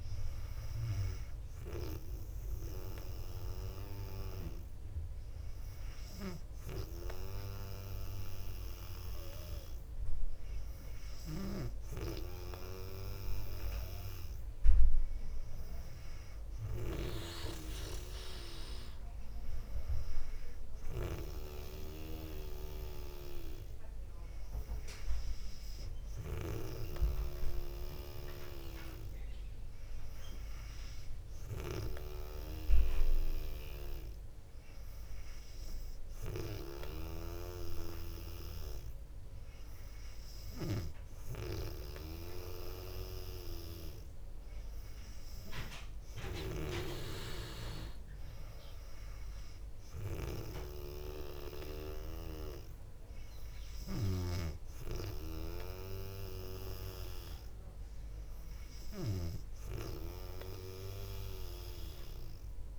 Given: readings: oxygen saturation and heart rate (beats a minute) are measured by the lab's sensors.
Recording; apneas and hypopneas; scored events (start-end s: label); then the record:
breathing in sleep by a room microphone; none
none scored
From the record:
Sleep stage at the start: N2 (light sleep); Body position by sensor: on the back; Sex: female